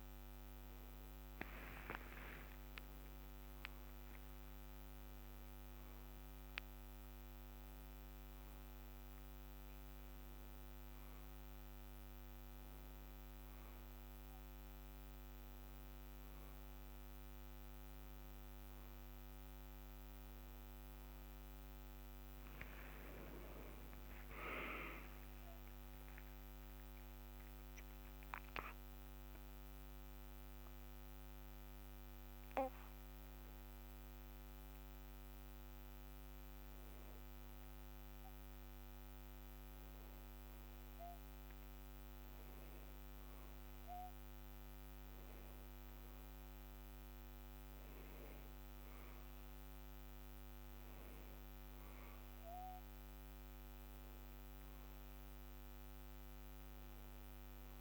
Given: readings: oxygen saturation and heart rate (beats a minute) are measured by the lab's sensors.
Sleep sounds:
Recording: a person awake in a sleep study, by a microphone on the trachea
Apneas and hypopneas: none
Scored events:
30.00-57.81 s: new sleep stage, N1 (lightest sleep)
From the record:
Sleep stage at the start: awake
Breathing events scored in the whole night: 401 in 5.4 hours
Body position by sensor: on the back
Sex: male

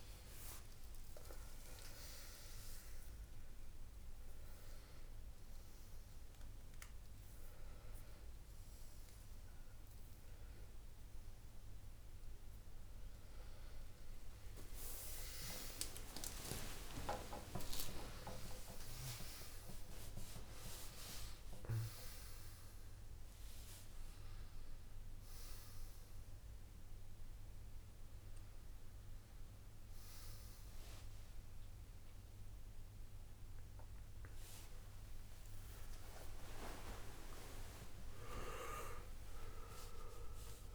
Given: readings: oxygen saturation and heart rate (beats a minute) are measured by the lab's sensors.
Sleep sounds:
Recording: a person awake in a sleep study, by a room microphone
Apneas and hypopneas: none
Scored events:
8.00-14.00 s: oxygen desaturation (device-marked, oxygen 96% before, 92% lowest)
From the record:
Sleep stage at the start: awake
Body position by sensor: on the back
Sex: male

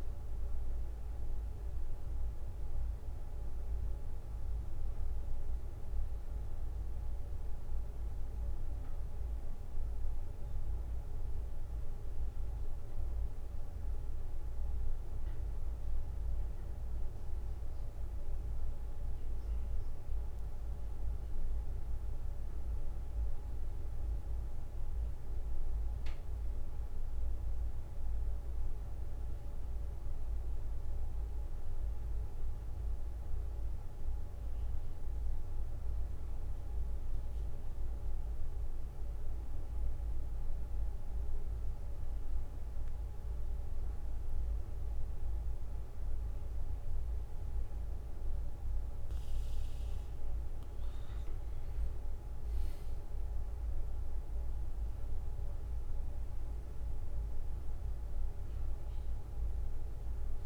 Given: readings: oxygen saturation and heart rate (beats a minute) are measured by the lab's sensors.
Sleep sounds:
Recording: breathing in sleep, hard to hear, by a room microphone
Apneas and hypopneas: 2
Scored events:
0.00-1.50 s: arousal
3.00-11.00 s: bradycardia (device-marked, heart rate 63 before, 58 extreme)
4.50-21.50 s: hypopnea (oxygen 99% before, 95% lowest, heart rate 60 before, 58 extreme, up 1 after)
25.00-29.50 s: arousal
26.00-53.00 s: oxygen desaturation (device-marked, oxygen 98% before, 95% lowest, heart rate 59 before, 61 extreme)
38.50-50.50 s: hypopnea (oxygen 98% before, 94% lowest, heart rate 60 before, 61 extreme, up 1 after)
54.00-58.50 s: arousal
From the record:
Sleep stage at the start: N2 (light sleep)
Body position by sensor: on the back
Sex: male

